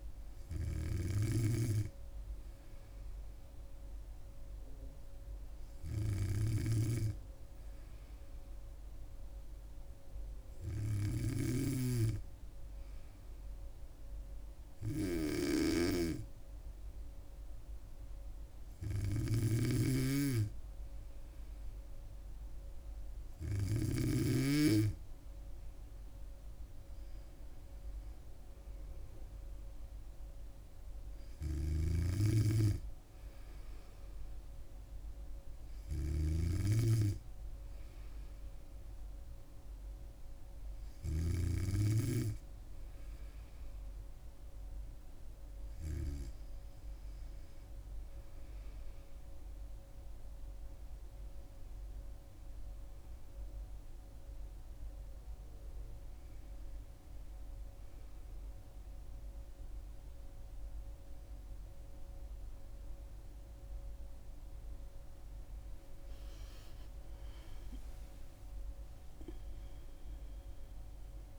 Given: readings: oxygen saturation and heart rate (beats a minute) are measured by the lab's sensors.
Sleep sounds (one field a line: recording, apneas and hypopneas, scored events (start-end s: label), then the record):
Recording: breathing in sleep by a room microphone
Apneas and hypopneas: none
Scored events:
19.00-24.00 s: snoring (device-marked)
31.50-36.50 s: snoring (device-marked)
67.50-71.39 s: arousal
From the record:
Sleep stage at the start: N2 (light sleep)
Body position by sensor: on the back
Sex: female